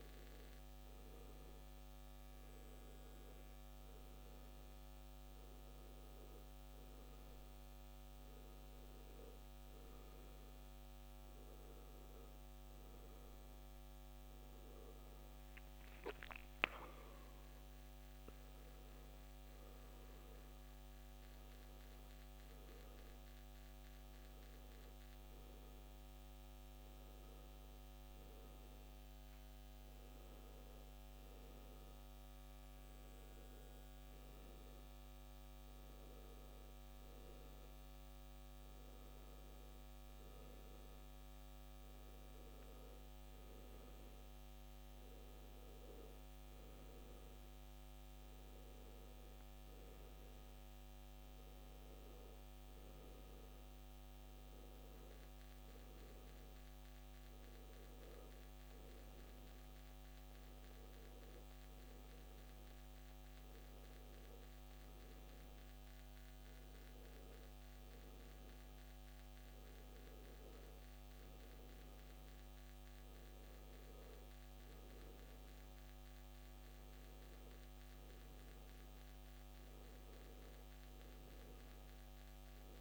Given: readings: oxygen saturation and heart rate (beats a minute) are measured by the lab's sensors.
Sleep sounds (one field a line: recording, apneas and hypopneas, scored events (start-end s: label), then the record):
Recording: breathing in sleep, hard to hear, by a microphone on the trachea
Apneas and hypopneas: none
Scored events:
none scored
From the record:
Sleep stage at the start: N1 (lightest sleep)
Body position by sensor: on the back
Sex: male